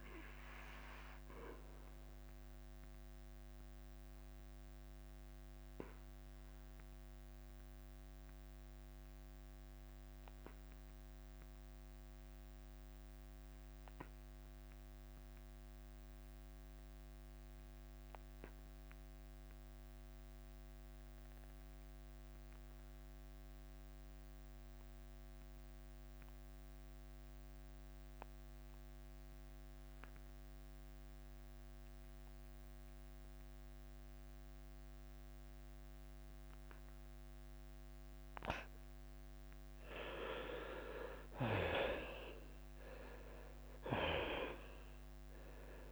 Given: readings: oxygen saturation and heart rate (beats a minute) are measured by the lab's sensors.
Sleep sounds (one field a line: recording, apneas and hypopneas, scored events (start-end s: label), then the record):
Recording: breathing in sleep by a microphone on the trachea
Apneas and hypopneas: 1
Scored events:
0.00-5.00 s: drop in pulse transit time (device-marked, heart rate 87 extreme)
4.50-39.00 s: obstructive apnea (oxygen 97% before, 74% lowest, heart rate 89 before, 76 extreme, up 13 after)
20.00-35.00 s: oxygen desaturation (device-marked, oxygen 97% before, 74% lowest, heart rate 91 before, 76 extreme)
40.00-45.92 s: drop in pulse transit time (device-marked, heart rate 79 before, 80 extreme)
42.00-45.92 s: arousal
From the record:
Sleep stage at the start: N2 (light sleep)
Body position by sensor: on the back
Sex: male